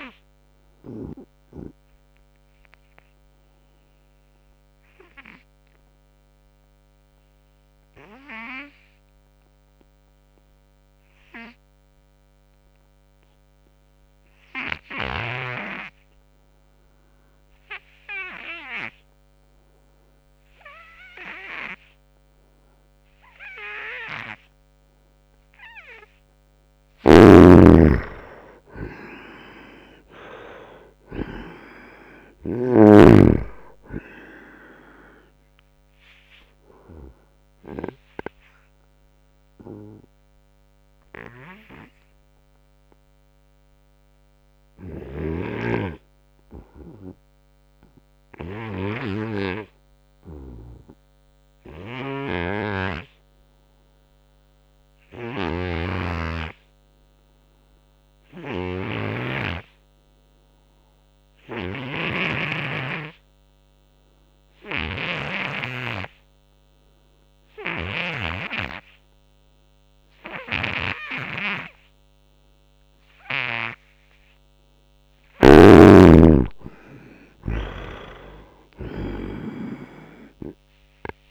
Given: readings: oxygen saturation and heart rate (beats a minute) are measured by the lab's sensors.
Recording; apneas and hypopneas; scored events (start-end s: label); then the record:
breathing in sleep by a microphone on the trachea; 2
0.00-10.50 s: oxygen desaturation (device-marked, oxygen 69% lowest, heart rate 66 extreme)
1.00-25.50 s: obstructive apnea (oxygen 97% before, 69% lowest, heart rate 78 before, 79 extreme, up 5 after)
22.50-47.50 s: oxygen desaturation (device-marked, oxygen 98% before, 74% lowest, heart rate 89 before, 76 extreme)
26.50-30.50 s: arousal
26.50-32.50 s: snoring (device-marked)
37.00-73.00 s: obstructive apnea (oxygen 98% before, 73% lowest, heart rate 85 before, 73 extreme, up 12 after)
51.50-59.50 s: snoring (device-marked)
61.50-81.31 s: oxygen desaturation (device-marked, oxygen 98% before, 73% lowest, heart rate 86 before, 73 extreme)
74.50-78.00 s: arousal
75.00-81.31 s: snoring (device-marked)
From the record:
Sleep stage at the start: N2 (light sleep); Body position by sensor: on the right side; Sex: male